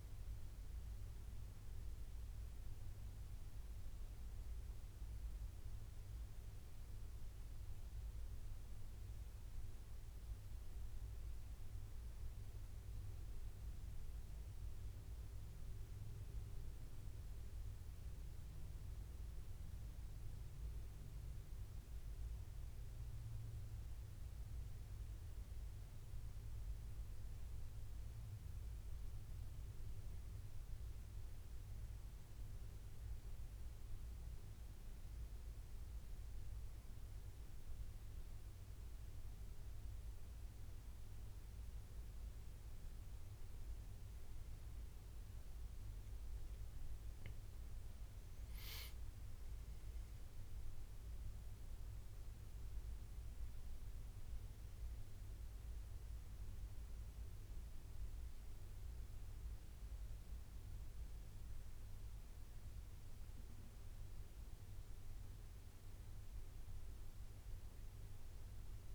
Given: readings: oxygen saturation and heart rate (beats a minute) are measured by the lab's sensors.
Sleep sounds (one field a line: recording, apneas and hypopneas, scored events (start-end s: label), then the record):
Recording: breathing in sleep, hard to hear, by a room microphone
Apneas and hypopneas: 1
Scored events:
24.00-28.00 s: arousal
32.00-43.00 s: central apnea (oxygen 96% before, 91% lowest, heart rate 69 before, 69 extreme, up 13 after)
45.50-48.50 s: arousal
51.50-68.95 s: oxygen desaturation (device-marked, oxygen 95% before, 91% lowest, heart rate 74 before, 71 extreme)
From the record:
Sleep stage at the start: N2 (light sleep)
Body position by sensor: on the back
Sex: male